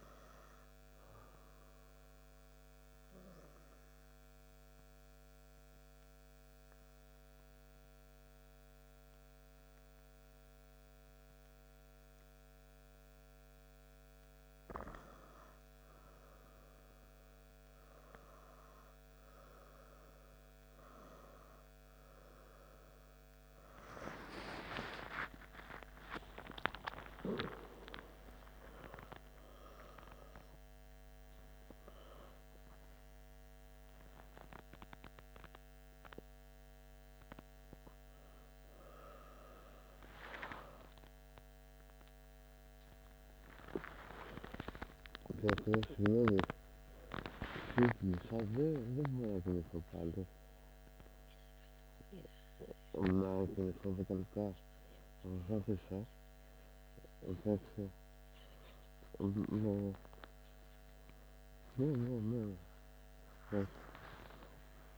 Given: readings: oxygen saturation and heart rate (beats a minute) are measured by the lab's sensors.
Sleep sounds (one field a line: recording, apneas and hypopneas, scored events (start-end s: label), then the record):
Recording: a person awake in a sleep study, by a microphone on the trachea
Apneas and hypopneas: 1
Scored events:
2.50-14.50 s: obstructive apnea (oxygen 100% before, 95% lowest, heart rate 90 before, 83 extreme, up 2 after)
16.00-64.97 s: new sleep stage, awake
40.00-47.00 s: oxygen desaturation (device-marked, oxygen 99% before, 95% lowest, heart rate 109 before, 94 extreme)
From the record:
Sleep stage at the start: N1 (lightest sleep)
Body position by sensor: on the back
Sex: male